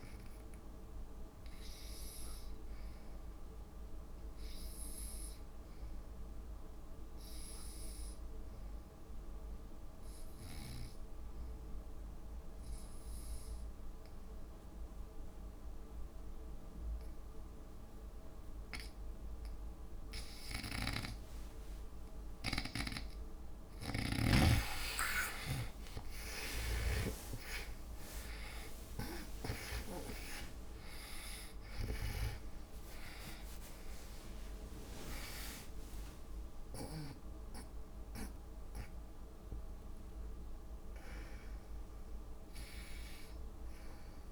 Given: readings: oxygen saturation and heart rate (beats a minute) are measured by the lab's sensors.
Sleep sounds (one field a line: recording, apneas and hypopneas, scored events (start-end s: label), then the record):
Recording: breathing in sleep by a room microphone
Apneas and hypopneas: 1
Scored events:
0.00-9.00 s: oxygen desaturation (device-marked, oxygen 90% lowest)
9.50-23.00 s: obstructive apnea (oxygen 96% before, 79% lowest)
21.00-27.50 s: snoring (device-marked)
22.00-44.31 s: oxygen desaturation (device-marked, oxygen 96% before, 79% lowest)
26.50-33.50 s: arousal
From the record:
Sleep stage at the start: N2 (light sleep)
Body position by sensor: on the back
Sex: female